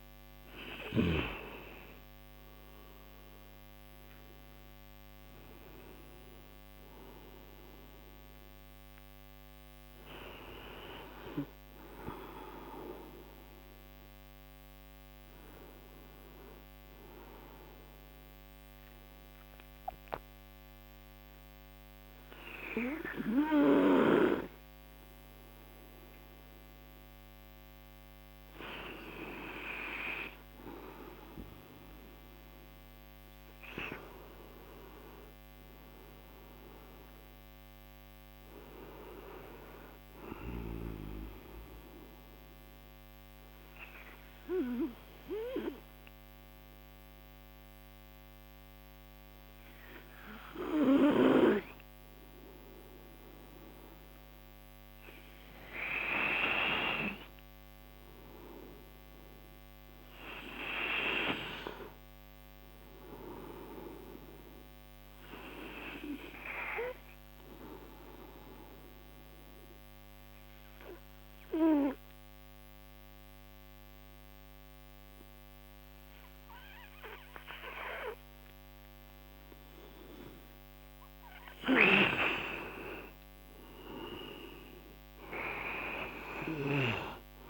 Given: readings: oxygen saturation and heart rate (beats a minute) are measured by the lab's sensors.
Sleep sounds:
breathing in sleep by a microphone on the trachea; 3
0.00-18.00 s: oxygen desaturation (device-marked, oxygen 90% lowest)
5.00-8.50 s: arousal
18.50-30.00 s: obstructive apnea (oxygen 94% before, 91% lowest)
20.00-87.50 s: new sleep stage, N2 (light sleep)
32.00-36.50 s: arousal
35.00-42.00 s: oxygen desaturation (device-marked, oxygen 96% before, 93% lowest)
41.50-52.50 s: obstructive apnea (oxygen 96% before, 86% lowest)
58.00-62.00 s: arousal
60.00-74.00 s: oxygen desaturation (device-marked, oxygen 96% before, 93% lowest)
69.50-81.50 s: obstructive apnea (oxygen 96% before, 86% lowest)
86.00-87.50 s: oxygen desaturation (device-marked, oxygen 95% before, 86% lowest)
86.50-87.50 s: arousal
From the record:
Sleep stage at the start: N3 (deep sleep); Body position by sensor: on the right side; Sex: male

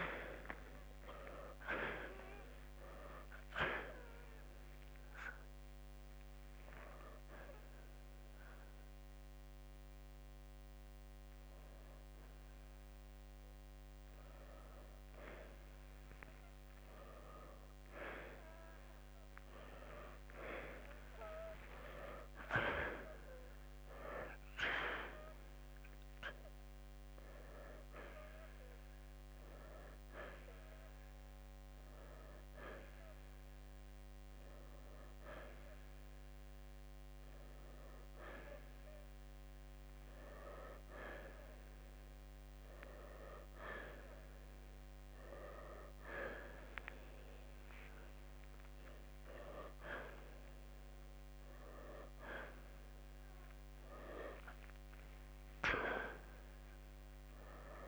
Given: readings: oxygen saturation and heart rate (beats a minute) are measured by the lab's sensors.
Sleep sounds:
a person partly awake in a sleep study, by a microphone on the trachea; none
3.00-57.88 s: new sleep stage, N1 (lightest sleep)
10.00-25.00 s: oxygen desaturation (device-marked, oxygen 94% before, 90% lowest, heart rate 77 before, 66 extreme)
35.00-45.00 s: oxygen desaturation (device-marked, oxygen 94% before, 89% lowest, heart rate 75 before, 68 extreme)
52.50-57.00 s: arousal
From the record:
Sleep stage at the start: awake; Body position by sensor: on the right side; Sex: male

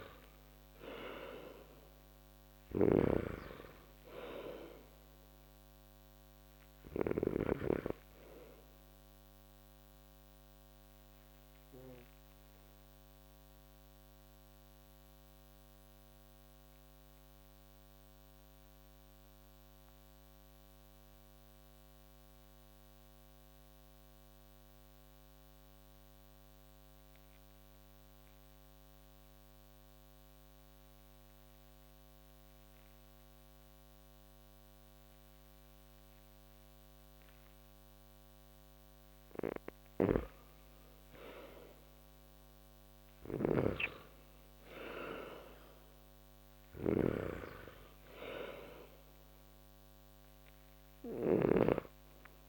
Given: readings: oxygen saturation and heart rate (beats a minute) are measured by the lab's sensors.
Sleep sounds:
breathing in sleep by a microphone on the trachea; 1
0.00-7.00 s: snoring (device-marked)
0.00-26.00 s: oxygen desaturation (device-marked, oxygen 80% lowest)
12.00-39.00 s: mixed apnea (oxygen 98% before, 80% lowest)
39.50-51.00 s: snoring (device-marked)
41.00-52.49 s: oxygen desaturation (device-marked, oxygen 97% before, 82% lowest)
42.00-46.00 s: arousal
From the record:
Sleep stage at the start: N2 (light sleep); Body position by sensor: on the back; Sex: male

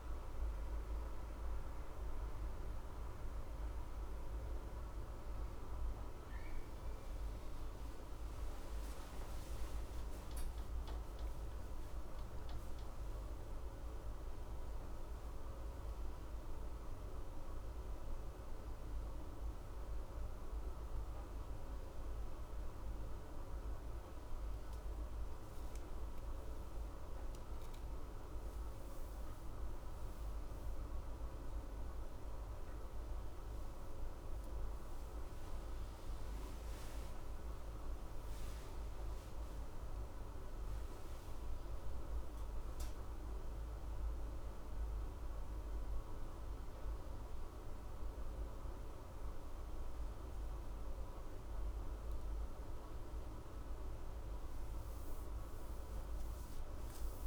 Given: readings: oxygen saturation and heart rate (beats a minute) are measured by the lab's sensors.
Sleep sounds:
breathing in sleep, hard to hear, by a room microphone; none
none scored
From the record:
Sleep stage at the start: N1 (lightest sleep); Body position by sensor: on the left side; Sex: male

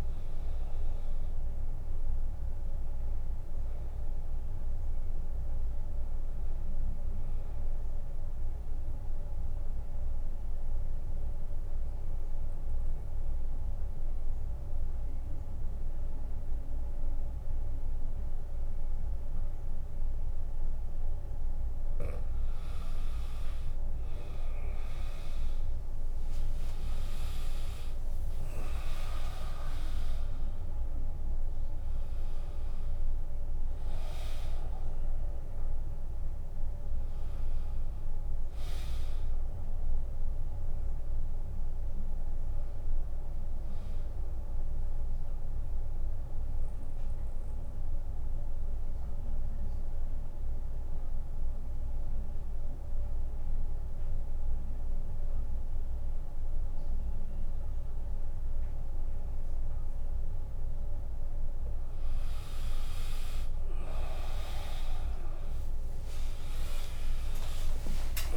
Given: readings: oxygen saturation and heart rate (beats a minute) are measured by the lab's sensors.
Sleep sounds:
breathing in sleep by a room microphone; 2
0.00-8.50 s: drop in pulse transit time (device-marked, heart rate 75 extreme)
0.00-15.50 s: oxygen desaturation (device-marked, oxygen 93% lowest, heart rate 69 extreme)
8.00-20.50 s: obstructive apnea (oxygen 98% before, 92% lowest, heart rate 81 before, 69 extreme, up 11 after)
25.50-30.00 s: arousal
28.50-44.50 s: drop in pulse transit time (device-marked, heart rate 76 before, 74 extreme)
29.00-31.00 s: long interval between heartbeats (device-marked, heart rate 76 before, 86 extreme)
32.50-56.50 s: oxygen desaturation (device-marked, oxygen 99% before, 92% lowest, heart rate 78 before, 60 extreme)
44.50-61.50 s: mixed apnea (oxygen 99% before, 92% lowest, heart rate 81 before, 60 extreme, up 23 after)
From the record:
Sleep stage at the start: N2 (light sleep); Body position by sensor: on the back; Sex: male

